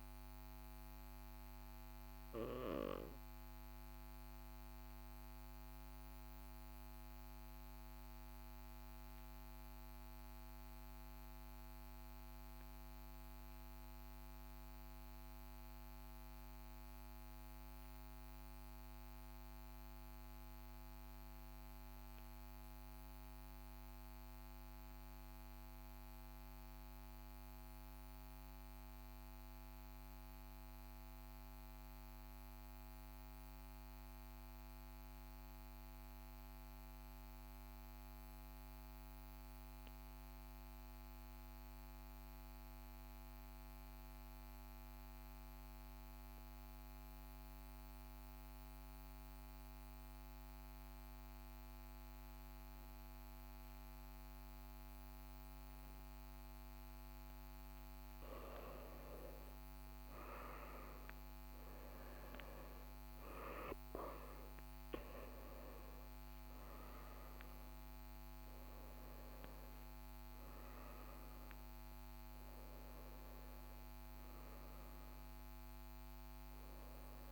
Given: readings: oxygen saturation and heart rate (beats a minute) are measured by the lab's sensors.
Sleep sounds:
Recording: breathing in sleep, hard to hear, by a microphone on the trachea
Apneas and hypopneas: 1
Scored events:
2.50-57.00 s: obstructive apnea (oxygen 98% before, 82% lowest, heart rate 42 before, 41 extreme, up 8 after)
37.50-77.31 s: oxygen desaturation (device-marked, oxygen 97% before, 82% lowest, heart rate 42 before, 42 extreme)
59.00-63.50 s: arousal
From the record:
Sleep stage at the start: N2 (light sleep)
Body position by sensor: on the right side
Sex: male

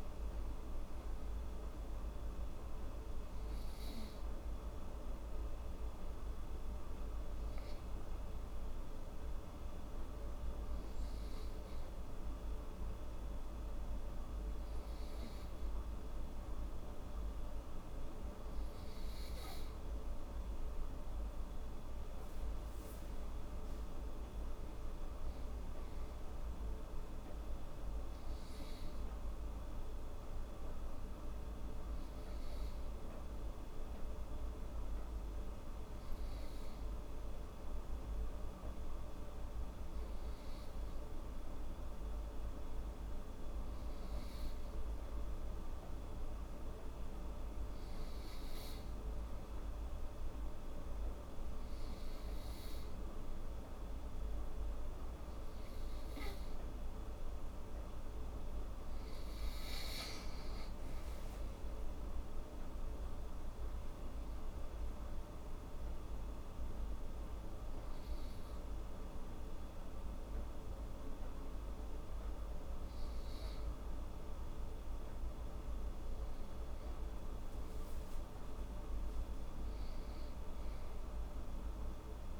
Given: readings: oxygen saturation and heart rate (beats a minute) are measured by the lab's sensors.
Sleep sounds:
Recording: breathing in sleep, hard to hear, by a room microphone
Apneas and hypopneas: 2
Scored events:
0.00-2.00 s: arousal
0.00-20.00 s: oxygen desaturation (device-marked, oxygen 91% lowest, heart rate 74 extreme)
5.00-17.50 s: hypopnea (oxygen 95% before, 91% lowest, heart rate 80 before, 74 extreme, up 8 after)
23.00-27.00 s: arousal
33.50-56.50 s: hypopnea (oxygen 95% before, 91% lowest, heart rate 79 before, 74 extreme, up 6 after)
57.50-61.00 s: arousal
From the record:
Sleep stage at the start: N2 (light sleep)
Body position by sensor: on the right side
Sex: female

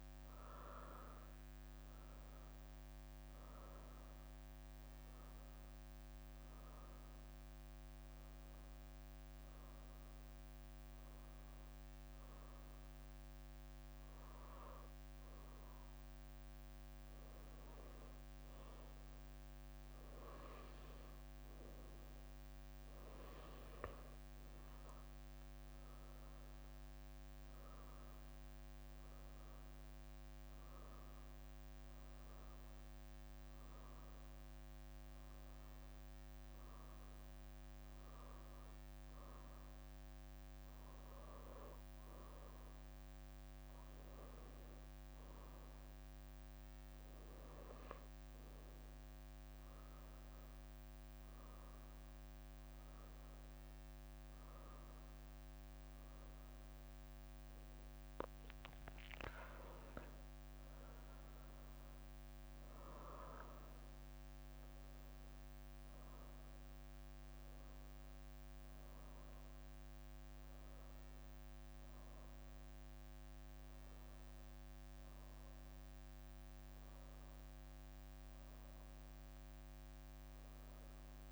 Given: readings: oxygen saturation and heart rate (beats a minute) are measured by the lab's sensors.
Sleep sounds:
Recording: breathing in sleep, hard to hear, by a microphone on the trachea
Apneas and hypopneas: none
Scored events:
0.00-2.50 s: arousal
0.00-3.50 s: leg movement (device-marked)
20.00-21.50 s: leg movement (device-marked)
29.00-30.50 s: leg movement (device-marked)
32.00-33.50 s: leg movement (device-marked)
35.50-37.00 s: leg movement (device-marked)
38.50-39.50 s: leg movement (device-marked)
41.00-42.50 s: leg movement (device-marked)
43.50-45.50 s: leg movement (device-marked)
47.00-48.00 s: leg movement (device-marked)
56.50-58.00 s: leg movement (device-marked)
74.00-75.50 s: leg movement (device-marked)
76.50-78.50 s: leg movement (device-marked)
80.00-81.32 s: leg movement (device-marked)
From the record:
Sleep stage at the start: N1 (lightest sleep)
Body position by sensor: on the right side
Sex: female

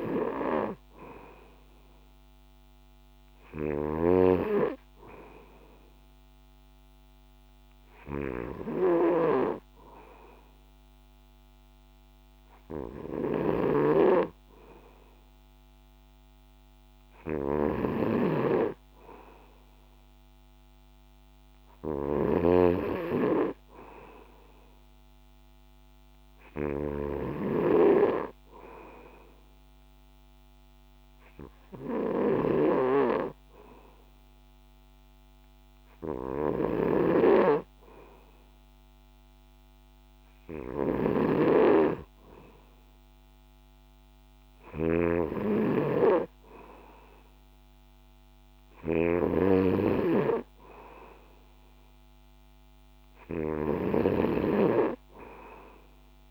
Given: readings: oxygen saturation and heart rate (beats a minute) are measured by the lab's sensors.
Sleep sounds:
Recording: breathing in sleep by a microphone on the trachea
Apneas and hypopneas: none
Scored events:
0.00-56.31 s: snoring (device-marked)
From the record:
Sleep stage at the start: N2 (light sleep)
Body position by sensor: on the back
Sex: male

